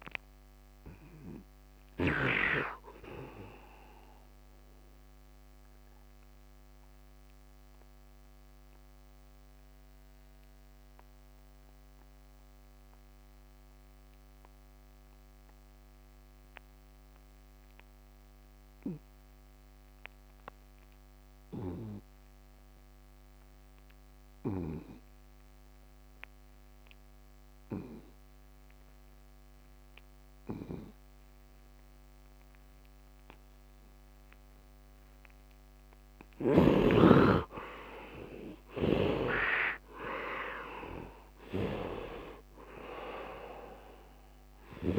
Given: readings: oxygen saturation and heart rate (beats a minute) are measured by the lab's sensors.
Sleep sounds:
breathing in sleep by a microphone on the trachea; 1
0.00-9.50 s: oxygen desaturation (device-marked, oxygen 69% lowest, heart rate 70 extreme)
6.00-35.00 s: obstructive apnea (oxygen 87% before, 66% lowest, heart rate 80 before, 67 extreme, up 20 after)
18.50-44.99 s: oxygen desaturation (device-marked, oxygen 100% before, 66% lowest, heart rate 77 before, 67 extreme)
36.50-40.50 s: arousal
38.50-44.99 s: snoring (device-marked)
From the record:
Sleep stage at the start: N2 (light sleep); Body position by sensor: on the right side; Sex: male

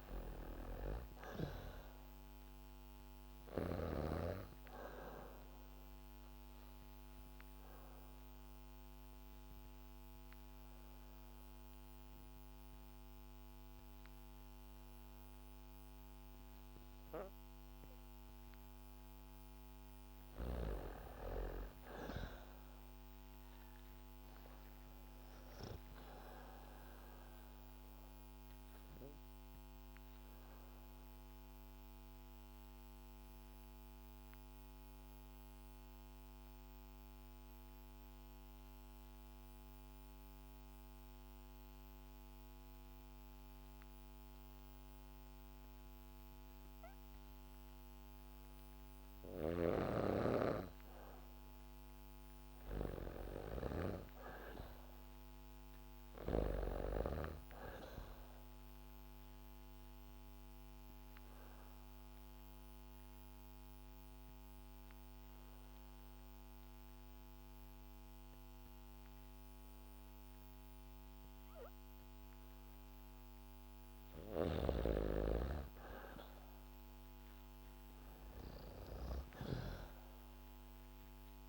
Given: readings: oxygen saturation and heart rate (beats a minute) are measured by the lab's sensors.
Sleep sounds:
breathing in sleep by a microphone on the trachea; 3
1.00-16.00 s: oxygen desaturation (device-marked, oxygen 97% before, 93% lowest, heart rate 68 before, 55 extreme)
6.00-18.50 s: obstructive apnea (oxygen 97% before, 91% lowest, heart rate 68 before, 55 extreme, up 2 after)
21.00-24.50 s: arousal
22.00-46.00 s: oxygen desaturation (device-marked, oxygen 97% before, 91% lowest, heart rate 69 before, 55 extreme)
29.00-49.50 s: mixed apnea (oxygen 97% before, 91% lowest, heart rate 68 before, 55 extreme, up 14 after)
32.00-39.00 s: bradycardia (device-marked, heart rate 72 before, 55 extreme)
49.00-57.00 s: snoring (device-marked)
51.00-54.00 s: arousal
52.00-72.00 s: oxygen desaturation (device-marked, oxygen 99% before, 94% lowest, heart rate 61 before, 65 extreme)
58.50-74.50 s: obstructive apnea (oxygen 99% before, 92% lowest, heart rate 64 before, 65 extreme, up 2 after)
77.00-79.50 s: arousal
78.00-81.49 s: oxygen desaturation (device-marked, oxygen 98% before, 92% lowest, heart rate 68 before, 60 extreme)
From the record:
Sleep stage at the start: N2 (light sleep); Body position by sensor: on the back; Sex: female

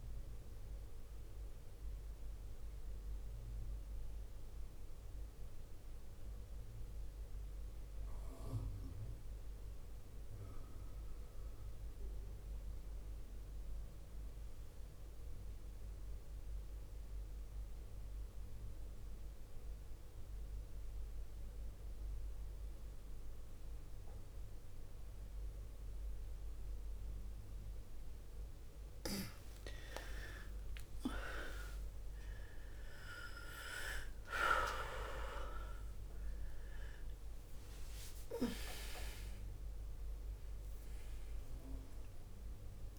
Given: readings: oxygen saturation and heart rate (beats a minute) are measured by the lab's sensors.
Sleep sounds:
breathing in sleep by a room microphone; 1
0.00-12.50 s: oxygen desaturation (device-marked, oxygen 87% lowest, heart rate 50 extreme)
3.00-29.00 s: mixed apnea (oxygen 98% before, 87% lowest, heart rate 59 before, 50 extreme, up 8 after)
26.50-42.99 s: oxygen desaturation (device-marked, oxygen 100% before, 88% lowest, heart rate 52 before, 50 extreme)
30.00-34.50 s: arousal
From the record:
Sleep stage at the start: N2 (light sleep); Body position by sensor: on the back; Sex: female

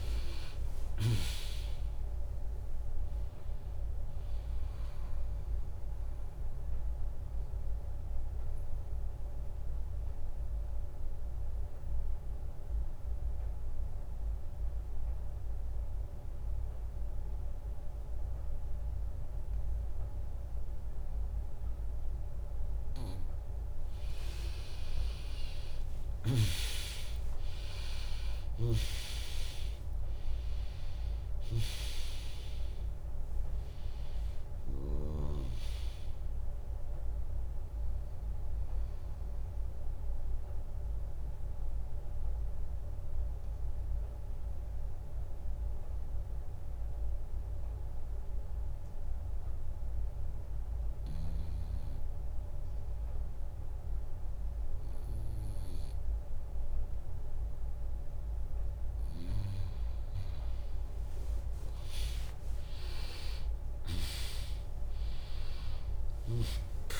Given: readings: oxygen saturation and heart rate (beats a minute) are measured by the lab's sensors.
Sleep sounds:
breathing in sleep by a room microphone; 2
0.00-2.00 s: oxygen desaturation (device-marked, oxygen 96% lowest, heart rate 63 extreme)
0.00-3.00 s: drop in pulse transit time (device-marked, heart rate 68 extreme)
6.00-23.00 s: obstructive apnea (oxygen 100% before, 96% lowest, heart rate 82 before, 60 extreme)
24.00-28.50 s: arousal
29.00-42.00 s: drop in pulse transit time (device-marked, heart rate 73 before, 61 extreme)
32.00-52.00 s: oxygen desaturation (device-marked, oxygen 100% before, 96% lowest, heart rate 70 before, 59 extreme)
39.50-59.50 s: mixed apnea (oxygen 100% before, 96% lowest, heart rate 70 before, 59 extreme, up 7 after)
62.00-67.00 s: arousal
65.00-67.00 s: drop in pulse transit time (device-marked, heart rate 68 before, 63 extreme)
From the record:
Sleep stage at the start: N2 (light sleep); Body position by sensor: on the back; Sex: female

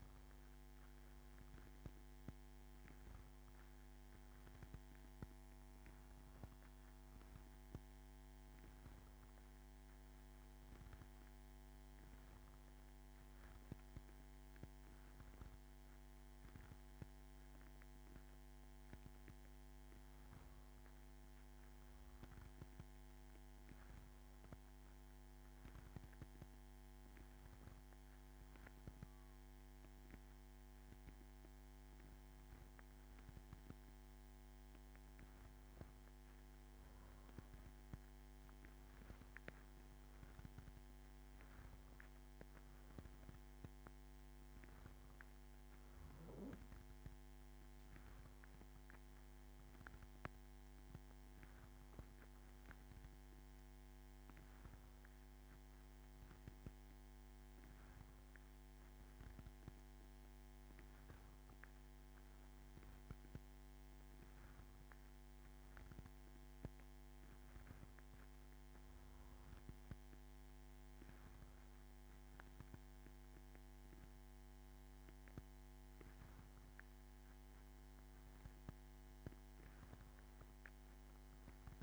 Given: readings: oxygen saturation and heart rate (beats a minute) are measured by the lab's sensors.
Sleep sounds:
breathing in sleep, hard to hear, by a microphone on the trachea; none
none scored
From the record:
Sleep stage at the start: N2 (light sleep); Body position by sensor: on the back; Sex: female

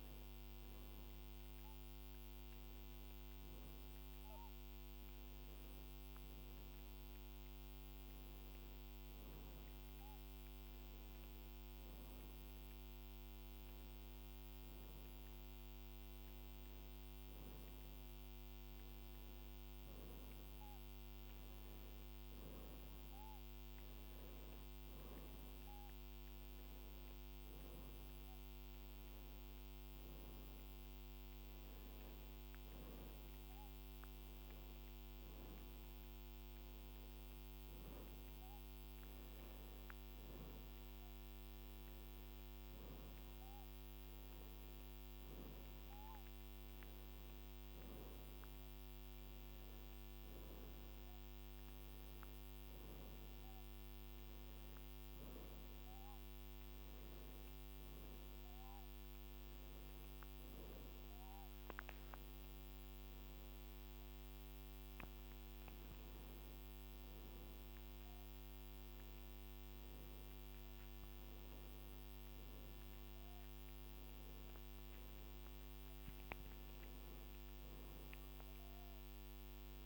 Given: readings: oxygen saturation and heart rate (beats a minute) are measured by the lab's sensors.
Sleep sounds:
a person awake in a sleep study, hard to hear, by a microphone on the trachea; none
none scored
From the record:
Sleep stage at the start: awake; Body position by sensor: on the back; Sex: female

